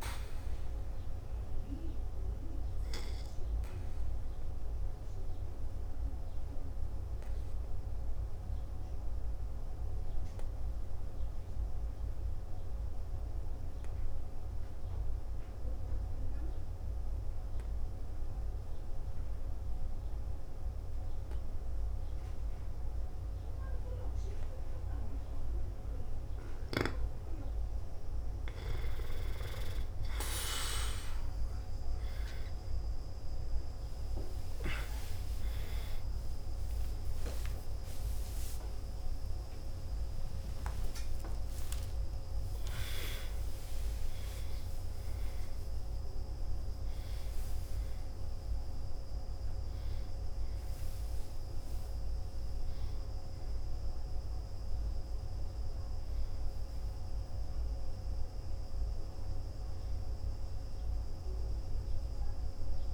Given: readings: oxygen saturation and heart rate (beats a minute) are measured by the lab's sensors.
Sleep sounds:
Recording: breathing in sleep, hard to hear, by a room microphone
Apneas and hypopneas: 1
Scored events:
0.00-5.00 s: oxygen desaturation (device-marked, oxygen 92% lowest, heart rate 48 extreme)
5.00-27.00 s: obstructive apnea (oxygen 96% before, 89% lowest, heart rate 55 before, 48 extreme, up 5 after)
14.00-24.00 s: oxygen desaturation (device-marked, oxygen 97% before, 94% lowest, heart rate 55 before, 48 extreme)
31.00-46.00 s: oxygen desaturation (device-marked, oxygen 97% before, 93% lowest, heart rate 52 before, 56 extreme)
36.00-41.00 s: arousal
36.50-38.50 s: long interval between heartbeats (device-marked, heart rate 51 before, 64 extreme)
41.50-43.50 s: long interval between heartbeats (device-marked, heart rate 57 before, 96 extreme)
49.00-62.94 s: new sleep stage, N1 (lightest sleep)
61.00-62.94 s: oxygen desaturation (device-marked, oxygen 95% before, 89% lowest, heart rate 71 before, 49 extreme)
From the record:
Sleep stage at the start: N2 (light sleep)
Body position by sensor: on the back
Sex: male

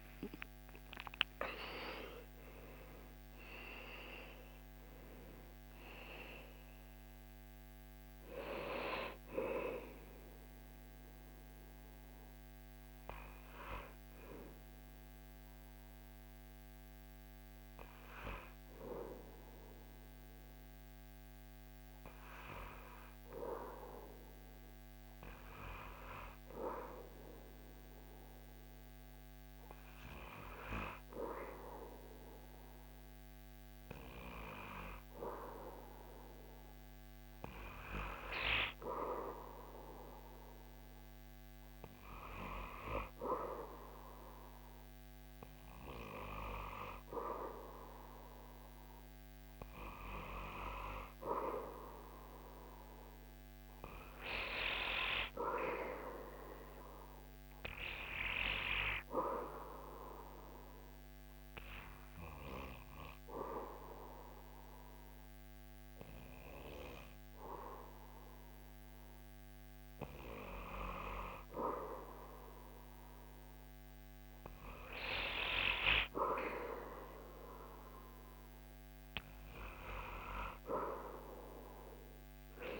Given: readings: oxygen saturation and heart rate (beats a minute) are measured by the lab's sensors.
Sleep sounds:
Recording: breathing in sleep by a microphone on the trachea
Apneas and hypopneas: 2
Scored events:
0.00-2.00 s: arousal
1.00-18.00 s: oxygen desaturation (device-marked, oxygen 99% before, 95% lowest, heart rate 64 before, 64 extreme)
14.50-34.00 s: hypopnea (oxygen 99% before, 94% lowest, heart rate 73 before, 66 extreme, up 1 after)
36.00-39.50 s: arousal
60.00-72.50 s: hypopnea (oxygen 100% before, 94% lowest, heart rate 71 before, 67 extreme, up 6 after)
61.00-65.00 s: oxygen desaturation (device-marked, oxygen 98% before, 97% lowest, heart rate 71 before, 70 extreme)
74.00-80.00 s: arousal
From the record:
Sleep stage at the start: N2 (light sleep)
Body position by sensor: on the back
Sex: male

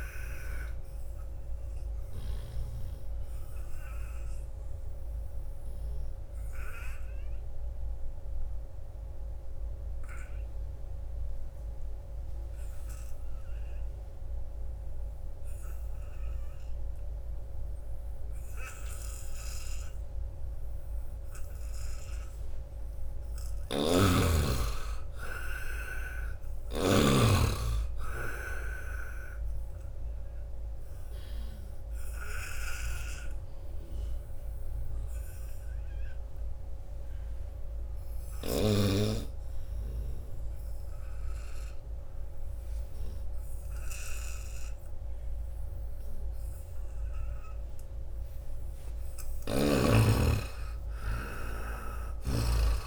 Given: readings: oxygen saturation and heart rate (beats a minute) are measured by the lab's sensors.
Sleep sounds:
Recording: breathing in sleep by a room microphone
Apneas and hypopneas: 2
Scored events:
0.00-6.00 s: snoring (device-marked)
0.00-22.50 s: oxygen desaturation (device-marked, oxygen 79% lowest, heart rate 78 extreme)
2.00-22.00 s: obstructive apnea (oxygen 97% before, 79% lowest, heart rate 81 before, 83 extreme, up 3 after)
23.50-26.50 s: arousal
23.50-27.00 s: snoring (device-marked)
30.00-48.00 s: obstructive apnea (oxygen 96% before, 80% lowest, heart rate 87 before, 87 extreme, up 3 after)
30.50-43.50 s: oxygen desaturation (device-marked, oxygen 96% before, 80% lowest, heart rate 87 before, 87 extreme)
49.00-52.87 s: snoring (device-marked)
49.50-52.50 s: arousal
From the record:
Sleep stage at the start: N2 (light sleep)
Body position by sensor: on the back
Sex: male

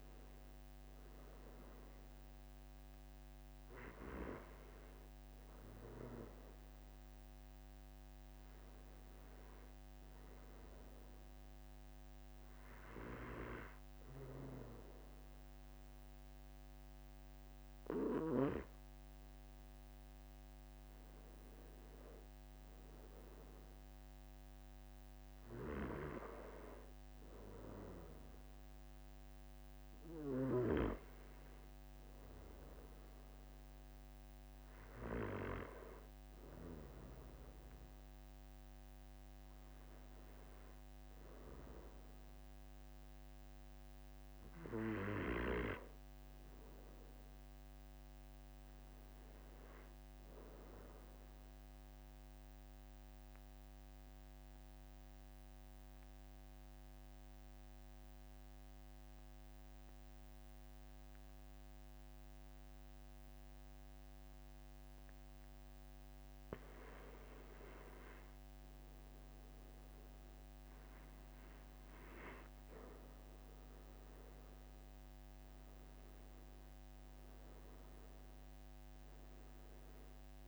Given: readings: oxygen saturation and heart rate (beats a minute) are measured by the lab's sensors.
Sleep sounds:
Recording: breathing in sleep by a microphone on the trachea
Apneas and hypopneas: 1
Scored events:
5.00-80.48 s: new sleep stage, N2 (light sleep)
43.00-47.50 s: arousal
52.50-66.50 s: obstructive apnea (oxygen 95% before, 92% lowest, heart rate 46 before, 44 extreme, up 2 after)
68.50-73.50 s: arousal
From the record:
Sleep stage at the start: N1 (lightest sleep)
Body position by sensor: on the back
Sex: male

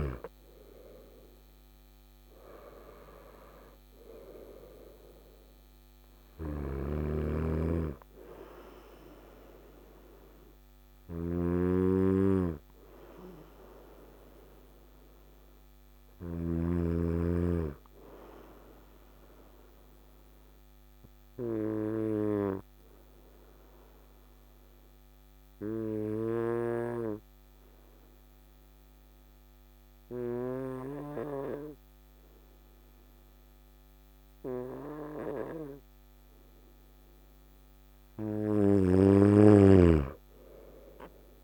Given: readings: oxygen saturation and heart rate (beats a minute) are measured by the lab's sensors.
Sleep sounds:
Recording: breathing in sleep by a microphone on the trachea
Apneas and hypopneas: 1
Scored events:
5.50-16.00 s: snoring (device-marked)
18.00-34.50 s: obstructive apnea (oxygen 98% before, 93% lowest, heart rate 63 before, 56 extreme, up 6 after)
38.00-41.44 s: snoring (device-marked)
39.00-41.44 s: arousal
40.00-41.44 s: oxygen desaturation (device-marked, oxygen 97% before, 93% lowest, heart rate 57 before, 55 extreme)
From the record:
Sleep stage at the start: N2 (light sleep)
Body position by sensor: on the right side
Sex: male

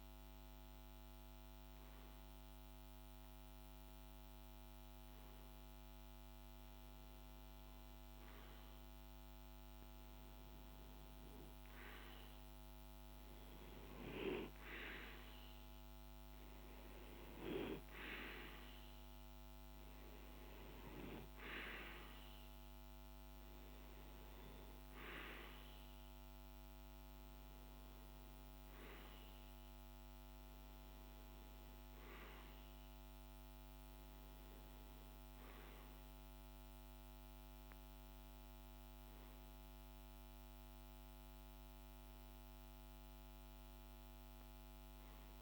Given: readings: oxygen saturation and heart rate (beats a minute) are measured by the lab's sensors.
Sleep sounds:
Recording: breathing in sleep by a microphone on the trachea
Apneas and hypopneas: none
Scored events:
6.50-20.50 s: oxygen desaturation (device-marked, oxygen 96% before, 93% lowest, heart rate 53 before, 51 extreme)
From the record:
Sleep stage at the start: REM sleep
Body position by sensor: on the back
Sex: male

